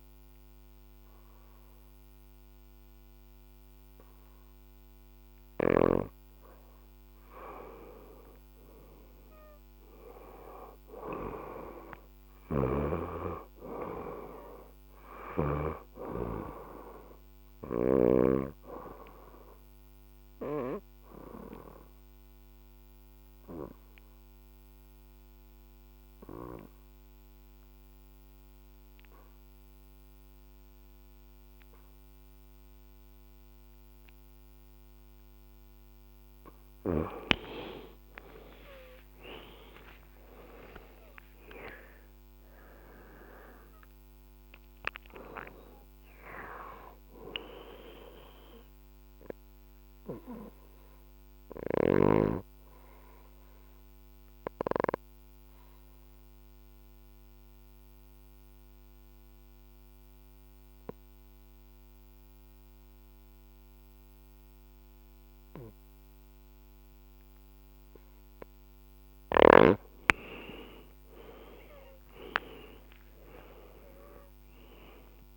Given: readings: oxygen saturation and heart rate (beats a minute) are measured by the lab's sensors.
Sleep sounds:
breathing in sleep by a microphone on the trachea; 2
0.00-2.00 s: bradycardia (device-marked, heart rate 59 extreme)
0.00-4.00 s: oxygen desaturation (device-marked, oxygen 91% lowest, heart rate 59 extreme)
7.50-11.50 s: arousal
11.50-15.00 s: snoring (device-marked)
14.00-23.00 s: oxygen desaturation (device-marked, oxygen 99% before, 94% lowest, heart rate 64 before, 59 extreme)
15.50-34.50 s: obstructive apnea (oxygen 99% before, 89% lowest, heart rate 64 before, 59 extreme, up 14 after)
24.00-29.00 s: bradycardia (device-marked, heart rate 67 before, 59 extreme)
25.00-75.37 s: new sleep stage, N2 (light sleep)
36.00-58.00 s: oxygen desaturation (device-marked, oxygen 97% before, 90% lowest, heart rate 63 before, 59 extreme)
37.50-42.50 s: arousal
45.50-67.50 s: obstructive apnea (oxygen 97% before, 89% lowest, heart rate 64 before, 55 extreme, up 14 after)
51.00-55.00 s: bradycardia (device-marked, heart rate 68 before, 59 extreme)
68.00-75.37 s: oxygen desaturation (device-marked, oxygen 98% before, 89% lowest, heart rate 63 before, 55 extreme)
70.50-75.37 s: arousal
From the record:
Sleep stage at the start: N1 (lightest sleep); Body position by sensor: on the back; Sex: female

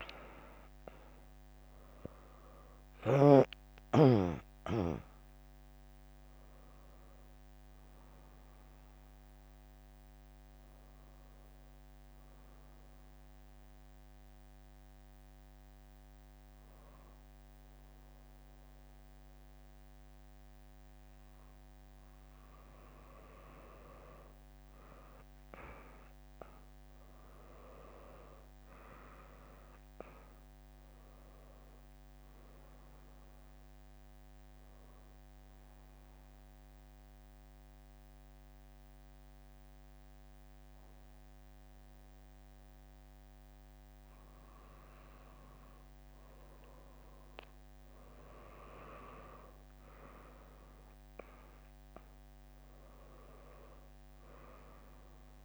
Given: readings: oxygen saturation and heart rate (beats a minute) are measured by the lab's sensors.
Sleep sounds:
breathing in sleep by a microphone on the trachea; 2
2.50-15.50 s: drop in pulse transit time (device-marked, heart rate 78 before, 82 extreme)
13.50-23.50 s: mixed apnea (oxygen 99% before, 97% lowest, heart rate 82 before, 71 extreme, up 0 after)
26.50-30.50 s: arousal
35.50-45.50 s: central apnea (oxygen 99% before, 97% lowest, heart rate 79 before, 73 extreme, up 0 after)
48.00-52.50 s: arousal
From the record:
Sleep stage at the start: N2 (light sleep); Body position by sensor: on the back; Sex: female

